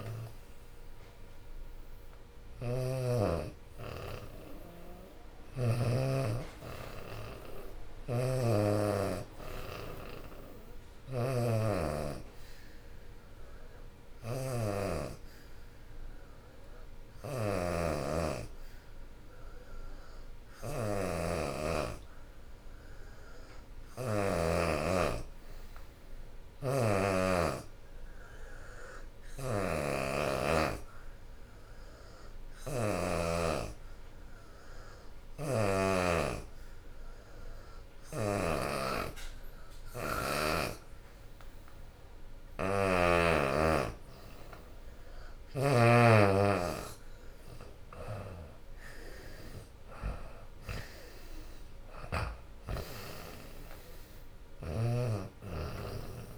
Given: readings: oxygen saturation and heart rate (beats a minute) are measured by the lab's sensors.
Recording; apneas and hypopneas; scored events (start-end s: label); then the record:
breathing in sleep by a room microphone; 1
0.00-8.00 s: oxygen desaturation (device-marked, oxygen 82% lowest, heart rate 63 extreme)
10.00-19.00 s: oxygen desaturation (device-marked, oxygen 92% before, 87% lowest, heart rate 81 before, 69 extreme)
10.00-42.00 s: obstructive apnea (oxygen 92% before, 82% lowest, heart rate 81 before, 68 extreme, up 5 after)
27.00-56.38 s: oxygen desaturation (device-marked, oxygen 88% before, 82% lowest, heart rate 76 before, 66 extreme)
31.00-40.00 s: drop in pulse transit time (device-marked, heart rate 76 before, 79 extreme)
46.50-51.50 s: arousal
From the record:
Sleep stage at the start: N2 (light sleep); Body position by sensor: on the back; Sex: female